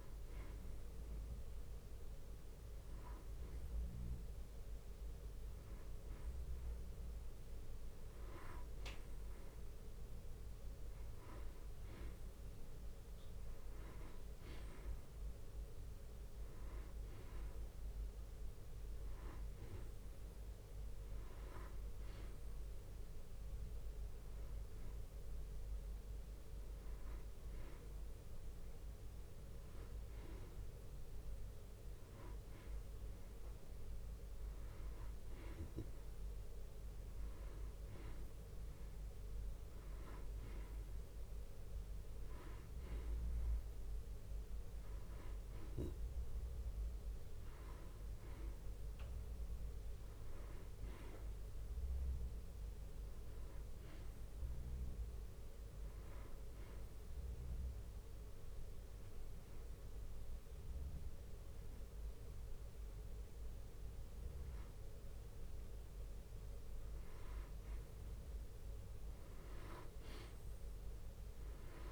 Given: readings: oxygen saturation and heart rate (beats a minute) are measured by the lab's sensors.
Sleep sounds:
breathing in sleep, hard to hear, by a room microphone; 1
0.00-7.00 s: bradycardia (device-marked, heart rate 51 extreme)
12.00-19.00 s: bradycardia (device-marked, heart rate 62 before, 57 extreme)
26.00-33.00 s: bradycardia (device-marked, heart rate 62 before, 56 extreme)
49.00-53.00 s: arousal
49.00-56.00 s: bradycardia (device-marked, heart rate 62 before, 56 extreme)
56.50-66.50 s: obstructive apnea (oxygen 95% before, 93% lowest, heart rate 62 before, 50 extreme, up 6 after)
69.50-71.92 s: arousal
70.00-71.92 s: bradycardia (device-marked, heart rate 62 before, 57 extreme)
From the record:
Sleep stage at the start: N2 (light sleep); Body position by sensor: on the back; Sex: male

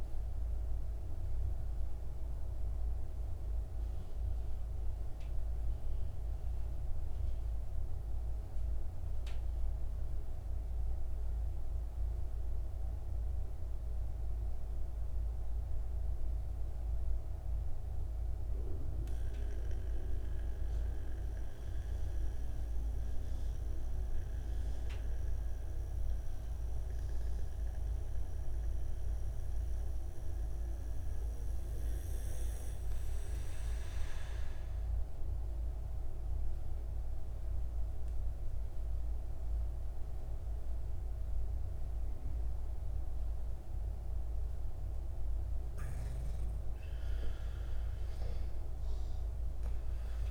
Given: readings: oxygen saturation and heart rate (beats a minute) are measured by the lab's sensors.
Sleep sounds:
breathing in sleep, hard to hear, by a room microphone; 1
0.50-46.00 s: mixed apnea (oxygen 98% before, 87% lowest, heart rate 57 before, 52 extreme, up 10 after)
4.00-22.00 s: oxygen desaturation (device-marked, oxygen 97% before, 87% lowest, heart rate 60 before, 53 extreme)
45.00-50.31 s: oxygen desaturation (device-marked, oxygen 98% before, 89% lowest, heart rate 55 before, 52 extreme)
47.00-50.00 s: arousal
From the record:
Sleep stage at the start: N2 (light sleep); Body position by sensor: on the back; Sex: male

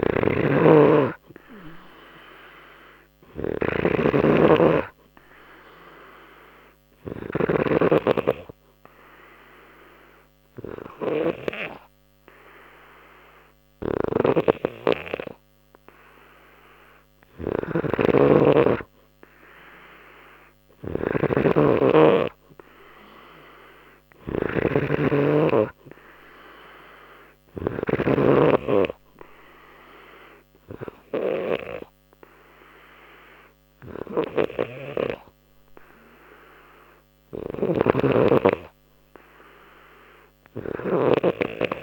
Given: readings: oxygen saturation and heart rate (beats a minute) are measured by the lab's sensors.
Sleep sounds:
breathing in sleep by a microphone on the trachea; 1
0.00-1.00 s: oxygen desaturation (device-marked, oxygen 92% lowest, heart rate 59 extreme)
0.00-4.00 s: arousal
0.00-7.50 s: snoring (device-marked)
8.00-18.00 s: obstructive apnea (oxygen 96% before, 92% lowest, heart rate 60 before, 60 extreme, up 0 after)
13.50-28.00 s: snoring (device-marked)
25.00-29.00 s: arousal
37.00-41.83 s: snoring (device-marked)
From the record:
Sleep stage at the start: N2 (light sleep); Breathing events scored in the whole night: 471 in 6.8 hours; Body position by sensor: on the left side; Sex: male

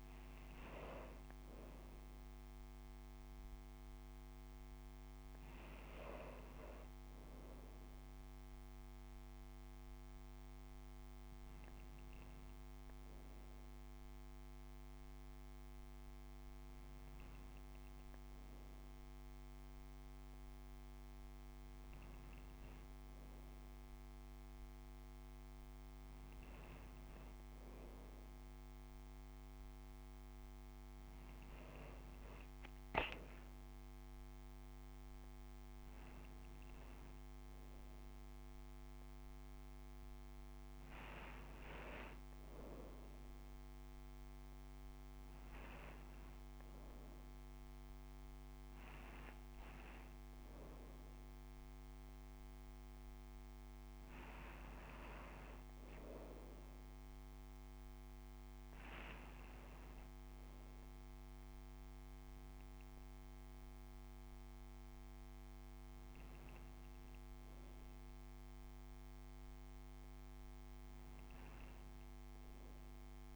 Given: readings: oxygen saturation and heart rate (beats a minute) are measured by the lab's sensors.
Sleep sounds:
breathing in sleep, hard to hear, by a microphone on the trachea; none
none scored
From the record:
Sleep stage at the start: N2 (light sleep); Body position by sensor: on the right side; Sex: female

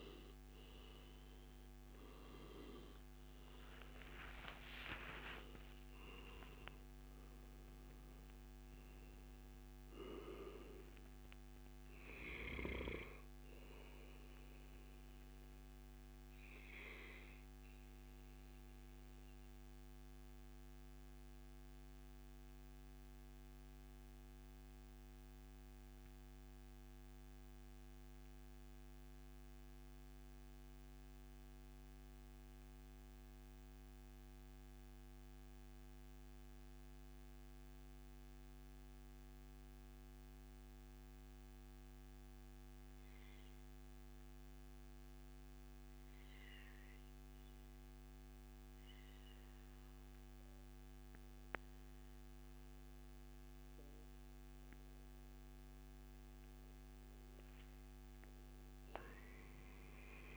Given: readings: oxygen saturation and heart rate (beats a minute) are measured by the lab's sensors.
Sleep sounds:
breathing in sleep by a microphone on the trachea; 1
0.00-3.50 s: arousal
0.00-9.00 s: oxygen desaturation (device-marked, oxygen 91% lowest, heart rate 84 extreme)
16.00-55.00 s: mixed apnea (oxygen 96% before, 89% lowest, heart rate 141 before, 84 extreme, up 24 after)
32.00-34.00 s: long interval between heartbeats (device-marked, heart rate 116 before, 98 extreme)
35.00-60.37 s: new sleep stage, N2 (light sleep)
44.00-46.00 s: long interval between heartbeats (device-marked, heart rate 100 before, 93 extreme)
48.00-50.00 s: long interval between heartbeats (device-marked, heart rate 100 before, 98 extreme)
52.00-60.37 s: oxygen desaturation (device-marked, oxygen 98% before, 91% lowest, heart rate 98 before, 86 extreme)
58.00-60.37 s: arousal
From the record:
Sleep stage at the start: REM sleep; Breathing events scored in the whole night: 247 in 4.9 hours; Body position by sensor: on the back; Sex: male

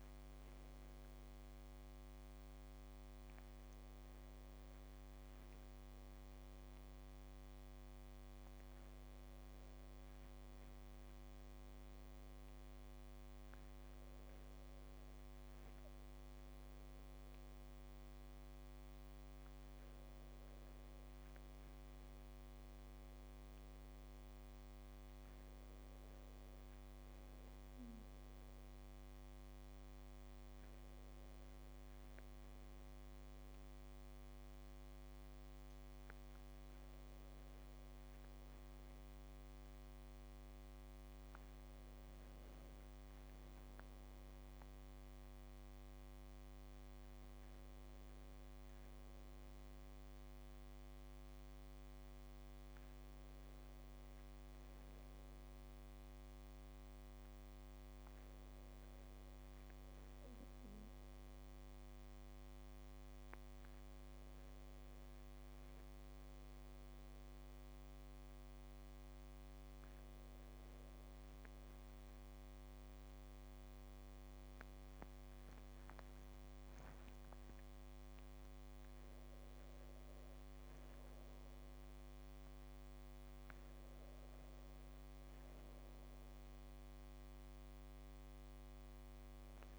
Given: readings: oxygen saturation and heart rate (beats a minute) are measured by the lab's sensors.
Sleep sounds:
a person awake in a sleep study, hard to hear, by a microphone on the trachea; none
none scored
From the record:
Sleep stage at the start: awake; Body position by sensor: on the back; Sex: female

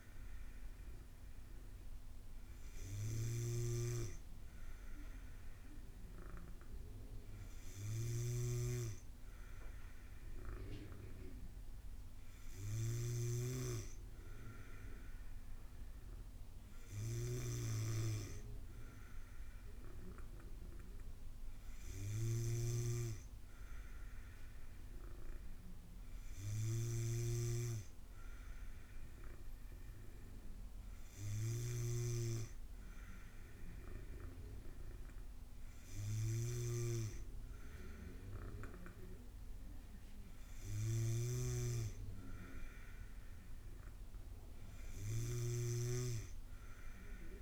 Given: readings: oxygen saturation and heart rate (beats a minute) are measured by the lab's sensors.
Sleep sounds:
breathing in sleep by a room microphone; none
0.00-47.41 s: snoring (device-marked)
From the record:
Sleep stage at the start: N2 (light sleep); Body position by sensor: on the back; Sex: female

